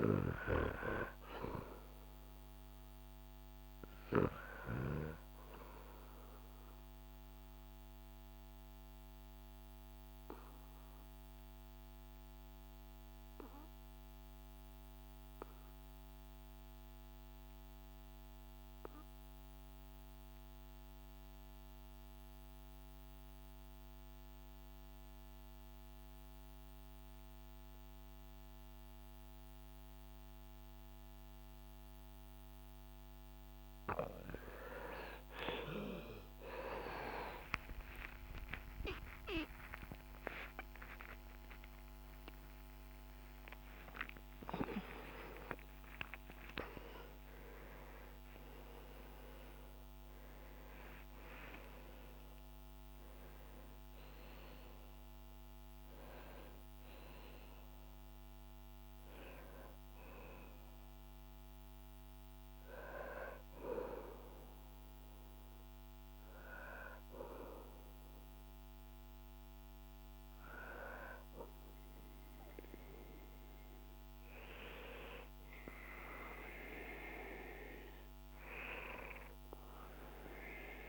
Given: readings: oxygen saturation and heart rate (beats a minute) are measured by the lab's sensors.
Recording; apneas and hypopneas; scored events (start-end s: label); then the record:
a person partly awake in a sleep study, by a microphone on the trachea; 1
5.50-32.50 s: obstructive apnea (oxygen 96% before, 88% lowest, heart rate 77 before, 65 extreme, up 14 after)
42.50-80.89 s: new sleep stage, awake
52.50-64.50 s: oxygen desaturation (device-marked, oxygen 96% before, 88% lowest, heart rate 84 before, 72 extreme)
From the record:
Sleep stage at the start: N2 (light sleep); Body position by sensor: on the back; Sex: male